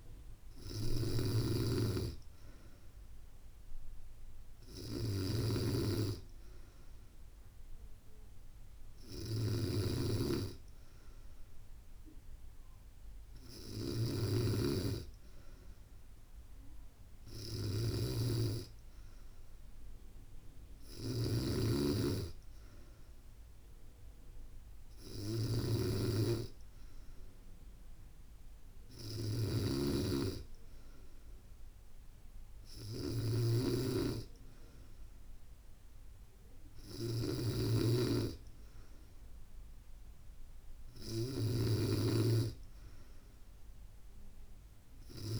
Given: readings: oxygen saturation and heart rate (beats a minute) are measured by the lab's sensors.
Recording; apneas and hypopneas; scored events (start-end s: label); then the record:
breathing in sleep by a room microphone; none
0.00-45.40 s: snoring (device-marked)
11.00-16.00 s: bradycardia (device-marked, heart rate 69 before, 57 extreme)
From the record:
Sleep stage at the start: N3 (deep sleep); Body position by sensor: on the back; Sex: female